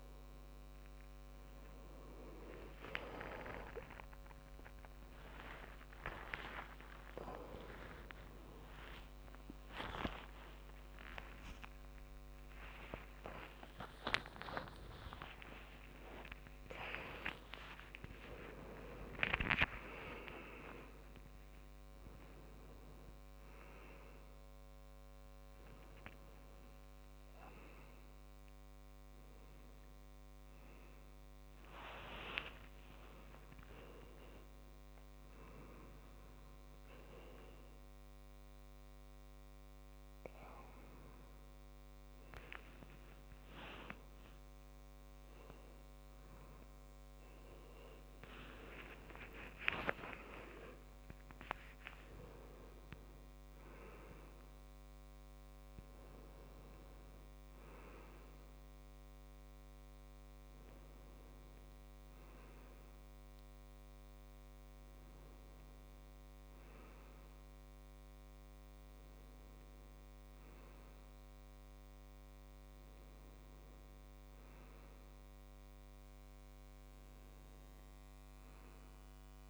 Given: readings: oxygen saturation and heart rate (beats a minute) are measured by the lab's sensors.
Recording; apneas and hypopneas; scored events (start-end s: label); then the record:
a person awake in a sleep study, by a microphone on the trachea; none
0.00-8.50 s: oxygen desaturation (device-marked, oxygen 91% lowest, heart rate 70 extreme)
10.00-12.00 s: long interval between heartbeats (device-marked, heart rate 74 before, 85 extreme)
10.50-14.50 s: tachycardia (device-marked, heart rate 71 before, 108 extreme)
13.50-15.50 s: long interval between heartbeats (device-marked, heart rate 77 before, 108 extreme)
48.50-79.50 s: new sleep stage, N1 (lightest sleep)
From the record:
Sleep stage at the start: awake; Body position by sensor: on the right side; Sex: male